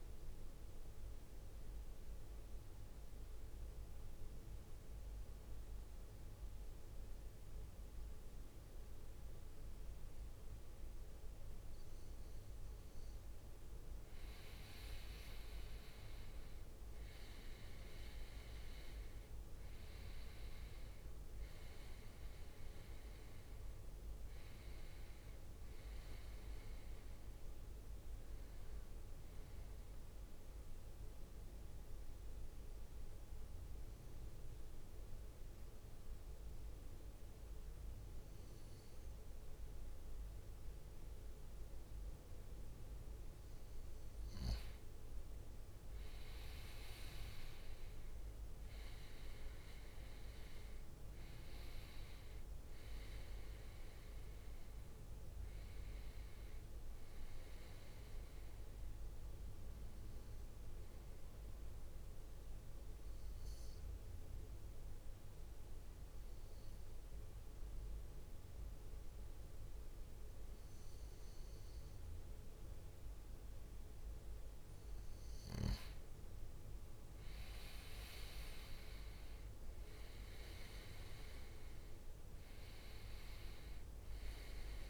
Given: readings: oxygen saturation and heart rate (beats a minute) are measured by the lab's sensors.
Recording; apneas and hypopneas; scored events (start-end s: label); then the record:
breathing in sleep, hard to hear, by a room microphone; 3
0.00-2.00 s: oxygen desaturation (device-marked, oxygen 94% lowest, heart rate 55 extreme)
0.50-14.00 s: mixed apnea (oxygen 97% before, 94% lowest, heart rate 65 before, 55 extreme, up 15 after)
14.50-17.50 s: leg movement (device-marked)
15.00-28.00 s: drop in pulse transit time (device-marked, heart rate 59 before, 63 extreme)
15.50-19.50 s: arousal
19.00-34.00 s: oxygen desaturation (device-marked, oxygen 97% before, 94% lowest, heart rate 60 before, 57 extreme)
31.00-44.00 s: obstructive apnea (oxygen 98% before, 94% lowest, heart rate 65 before, 57 extreme, up 13 after)
45.00-60.00 s: drop in pulse transit time (device-marked, heart rate 60 before, 62 extreme)
46.00-50.00 s: arousal
47.50-49.00 s: leg movement (device-marked)
62.00-74.50 s: obstructive apnea (oxygen 97% before, 94% lowest, heart rate 66 before, 56 extreme, up 11 after)
77.00-80.50 s: arousal
77.00-84.90 s: drop in pulse transit time (device-marked, heart rate 60 before, 62 extreme)
From the record:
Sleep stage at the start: N2 (light sleep); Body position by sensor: on the right side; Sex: male